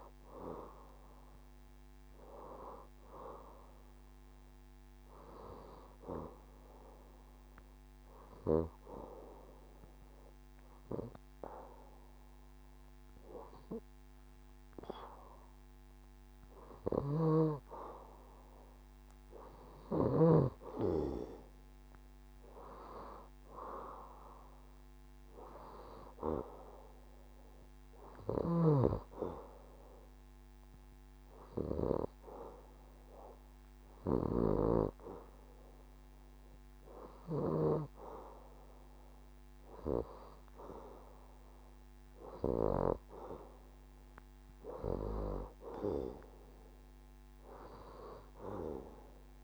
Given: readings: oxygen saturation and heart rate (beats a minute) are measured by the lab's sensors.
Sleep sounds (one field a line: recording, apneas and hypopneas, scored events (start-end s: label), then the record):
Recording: breathing in sleep by a microphone on the trachea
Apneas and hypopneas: 1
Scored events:
7.50-18.00 s: obstructive apnea (oxygen 93% before, 89% lowest, heart rate 74 before, 70 extreme, up 5 after)
20.50-25.00 s: arousal
26.00-44.00 s: oxygen desaturation (device-marked, oxygen 93% before, 89% lowest, heart rate 72 before, 70 extreme)
From the record:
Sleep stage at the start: N2 (light sleep)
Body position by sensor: on the left side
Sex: female